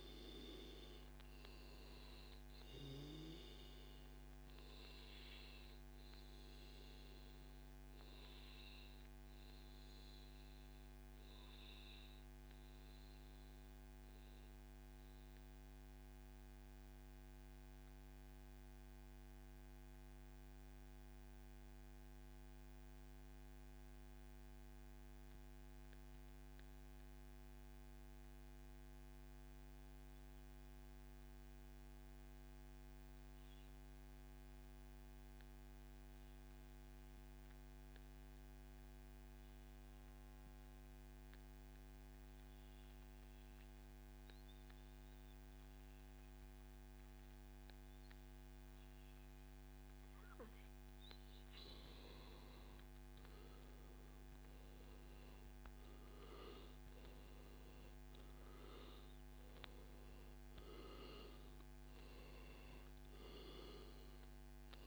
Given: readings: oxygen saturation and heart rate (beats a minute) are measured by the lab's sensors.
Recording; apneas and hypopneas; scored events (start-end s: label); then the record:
breathing in sleep, hard to hear, by a microphone on the trachea; 1
0.00-2.50 s: oxygen desaturation (device-marked, oxygen 94% lowest, heart rate 141 extreme)
4.50-50.50 s: obstructive apnea (oxygen 98% before, 91% lowest, heart rate 138 before, 88 extreme, up 1 after)
50.50-64.87 s: oxygen desaturation (device-marked, oxygen 98% before, 91% lowest, heart rate 142 before, 84 extreme)
54.00-58.00 s: arousal
From the record:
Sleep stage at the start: N2 (light sleep); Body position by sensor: on the back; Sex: male